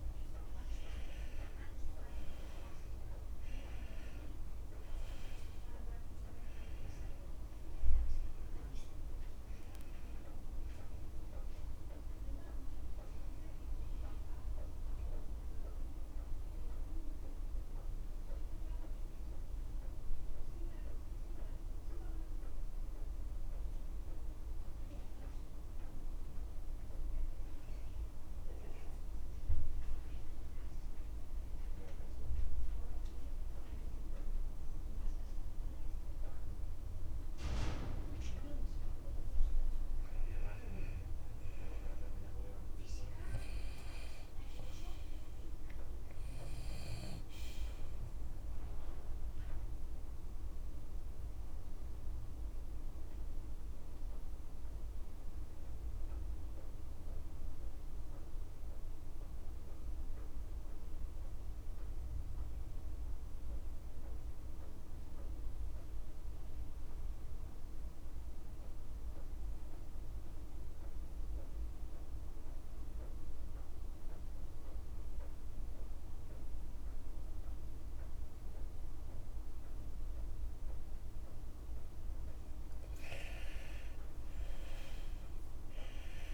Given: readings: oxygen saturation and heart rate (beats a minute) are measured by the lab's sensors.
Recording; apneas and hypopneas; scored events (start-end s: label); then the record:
breathing in sleep, hard to hear, by a room microphone; 2
0.00-1.50 s: arousal
0.00-35.50 s: oxygen desaturation (device-marked, oxygen 86% lowest, heart rate 33 extreme)
0.50-2.50 s: long interval between heartbeats (device-marked, heart rate 64 before, 58 extreme)
4.00-6.00 s: long interval between heartbeats (device-marked, heart rate 63 before, 45 extreme)
9.00-11.00 s: long interval between heartbeats (device-marked, heart rate 62 before, 48 extreme)
14.00-16.00 s: long interval between heartbeats (device-marked, heart rate 57 before, 98 extreme)
16.00-40.00 s: central apnea (oxygen 96% before, 86% lowest, heart rate 58 before, 36 extreme, up 1 after)
30.50-32.50 s: long interval between heartbeats (device-marked, heart rate 66 before, 98 extreme)
37.00-39.00 s: long interval between heartbeats (device-marked, heart rate 70 before, 53 extreme)
40.50-42.50 s: long interval between heartbeats (device-marked, heart rate 66 before, 45 extreme)
41.50-45.50 s: arousal
43.50-45.50 s: long interval between heartbeats (device-marked, heart rate 65 before, 37 extreme)
49.50-70.50 s: oxygen desaturation (device-marked, oxygen 98% before, 90% lowest, heart rate 60 before, 25 extreme)
50.50-81.50 s: mixed apnea (oxygen 98% before, 84% lowest, heart rate 57 before, 25 extreme, up 51 after)
57.00-59.00 s: long interval between heartbeats (device-marked, heart rate 48 before, 85 extreme)
59.00-61.00 s: long interval between heartbeats (device-marked, heart rate 52 before, 87 extreme)
65.00-67.00 s: long interval between heartbeats (device-marked, heart rate 62 before, 25 extreme)
68.50-70.50 s: long interval between heartbeats (device-marked, heart rate 59 before, 38 extreme)
74.00-76.00 s: long interval between heartbeats (device-marked, heart rate 60 before, 67 extreme)
79.50-86.34 s: oxygen desaturation (device-marked, oxygen 95% before, 84% lowest)
84.00-86.34 s: arousal
From the record:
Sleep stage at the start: N2 (light sleep); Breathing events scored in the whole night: 305 in 3.8 hours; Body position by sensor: on the left side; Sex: male